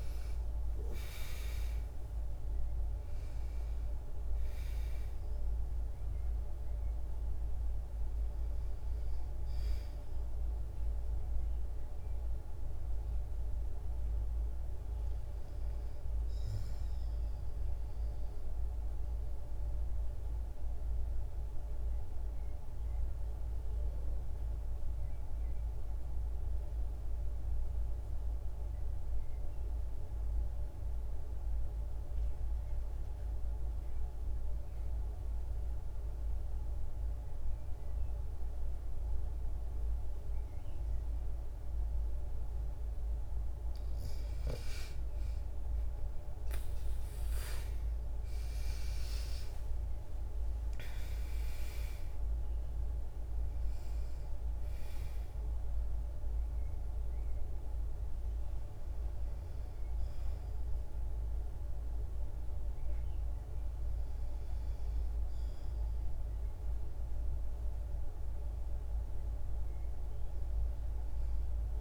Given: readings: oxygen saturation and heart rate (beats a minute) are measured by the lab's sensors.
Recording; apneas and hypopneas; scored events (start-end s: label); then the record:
breathing in sleep, hard to hear, by a room microphone; 1
0.00-2.00 s: arousal
0.00-20.00 s: oxygen desaturation (device-marked, oxygen 86% lowest, heart rate 58 extreme)
17.00-42.00 s: obstructive apnea (oxygen 90% before, 86% lowest, heart rate 67 before, 58 extreme, up 20 after)
41.00-71.81 s: oxygen desaturation (device-marked, oxygen 96% before, 86% lowest, heart rate 60 before, 56 extreme)
44.00-48.50 s: arousal
From the record:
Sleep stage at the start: REM sleep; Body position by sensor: on the back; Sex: female